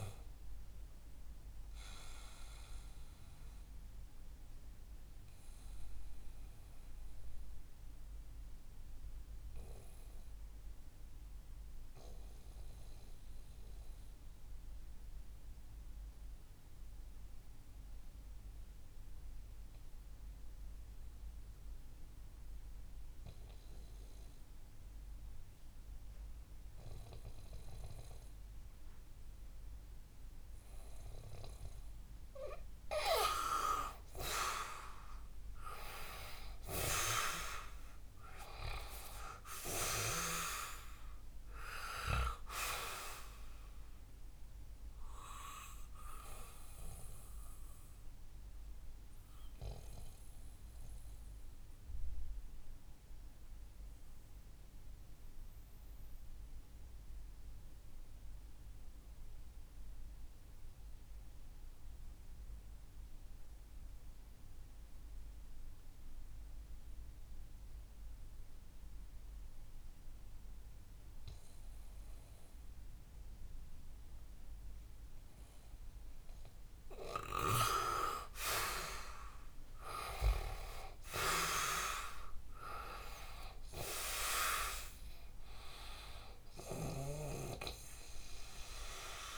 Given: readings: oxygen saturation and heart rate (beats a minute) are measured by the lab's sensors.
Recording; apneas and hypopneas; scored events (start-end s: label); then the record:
breathing in sleep by a room microphone; 2
0.00-22.50 s: oxygen desaturation (device-marked, oxygen 88% lowest, heart rate 58 extreme)
2.00-30.00 s: obstructive apnea (oxygen 98% before, 88% lowest, heart rate 64 before, 58 extreme, up 4 after)
34.00-37.00 s: arousal
38.50-62.50 s: oxygen desaturation (device-marked, oxygen 97% before, 88% lowest, heart rate 64 before, 60 extreme)
44.50-77.00 s: obstructive apnea (oxygen 98% before, 88% lowest, heart rate 65 before, 60 extreme, up 7 after)
77.50-89.38 s: oxygen desaturation (device-marked, oxygen 98% before, 88% lowest, heart rate 64 before, 61 extreme)
79.50-85.50 s: arousal
From the record:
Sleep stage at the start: N2 (light sleep); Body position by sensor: on the back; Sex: male